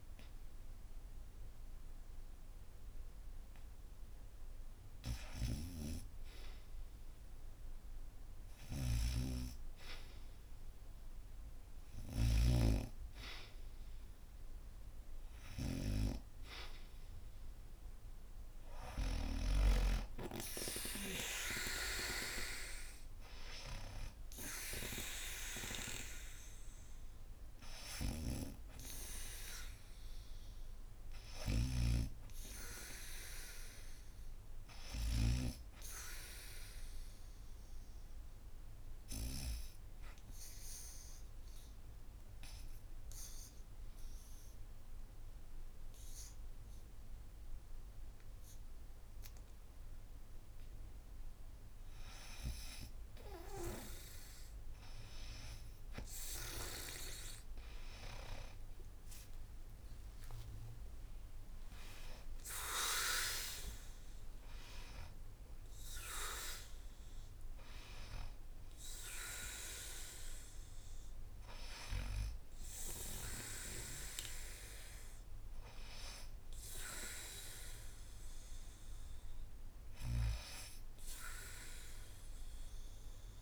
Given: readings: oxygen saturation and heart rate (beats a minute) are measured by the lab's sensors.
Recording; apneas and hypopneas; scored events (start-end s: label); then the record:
breathing in sleep by a room microphone; 1
1.50-83.42 s: new sleep stage, N2 (light sleep)
5.50-13.50 s: oxygen desaturation (device-marked, oxygen 94% before, 81% lowest, heart rate 78 before, 79 extreme)
14.50-18.50 s: arousal
18.50-43.50 s: oxygen desaturation (device-marked, oxygen 94% before, 85% lowest, heart rate 80 before, 76 extreme)
31.00-35.00 s: snoring (device-marked)
41.50-51.50 s: obstructive apnea (oxygen 94% before, 84% lowest, heart rate 87 before, 76 extreme, up 1 after)
53.00-56.00 s: arousal
58.50-62.50 s: oxygen desaturation (device-marked, oxygen 99% before, 94% lowest, heart rate 80 before, 81 extreme)
67.50-82.50 s: oxygen desaturation (device-marked, oxygen 97% before, 84% lowest, heart rate 81 before, 77 extreme)
From the record:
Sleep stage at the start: REM sleep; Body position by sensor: on the back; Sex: female